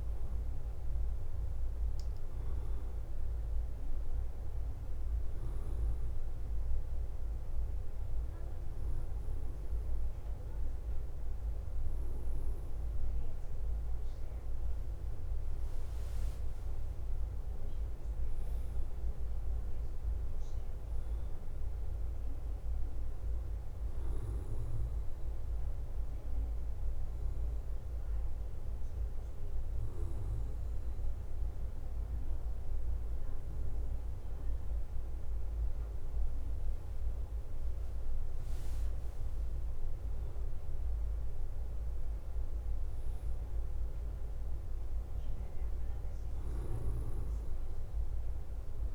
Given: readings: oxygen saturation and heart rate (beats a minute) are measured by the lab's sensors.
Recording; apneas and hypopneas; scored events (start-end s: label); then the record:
breathing in sleep, hard to hear, by a room microphone; 2
0.00-48.95 s: bradycardia (device-marked, heart rate 43 extreme)
7.00-17.00 s: obstructive apnea (oxygen 97% before, 93% lowest, heart rate 55 before, 49 extreme, up 7 after)
19.00-23.00 s: arousal
29.00-39.50 s: obstructive apnea (oxygen 97% before, 93% lowest, heart rate 51 before, 50 extreme, up 3 after)
41.00-44.50 s: arousal
From the record:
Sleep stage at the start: N2 (light sleep); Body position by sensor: on the back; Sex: male